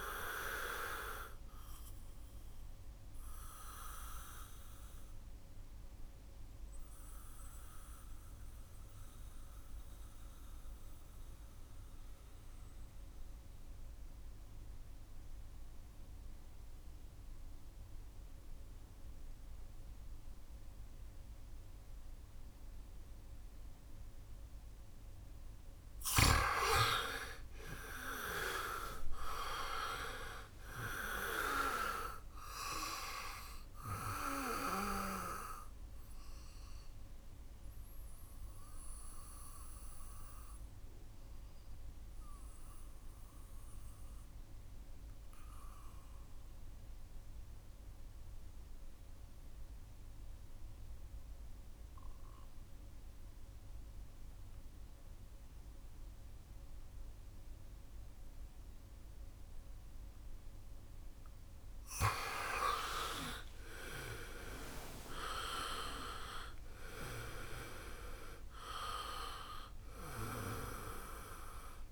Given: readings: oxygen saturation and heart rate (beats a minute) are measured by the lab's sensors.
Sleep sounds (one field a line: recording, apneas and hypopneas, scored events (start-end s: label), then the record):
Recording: breathing in sleep by a room microphone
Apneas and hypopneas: 2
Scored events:
1.00-20.00 s: oxygen desaturation (device-marked, oxygen 98% before, 85% lowest, heart rate 71 before, 63 extreme)
1.50-25.00 s: mixed apnea (oxygen 98% before, 84% lowest, heart rate 71 before, 63 extreme, up 2 after)
27.00-30.50 s: arousal
30.00-51.00 s: oxygen desaturation (device-marked, oxygen 98% before, 84% lowest, heart rate 70 before, 67 extreme)
36.00-60.00 s: mixed apnea (oxygen 98% before, 84% lowest, heart rate 73 before, 65 extreme)
61.00-71.92 s: oxygen desaturation (device-marked, oxygen 98% before, 85% lowest, heart rate 72 before, 62 extreme)
62.50-66.50 s: arousal
From the record:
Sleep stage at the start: N2 (light sleep)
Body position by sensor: on the back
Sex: male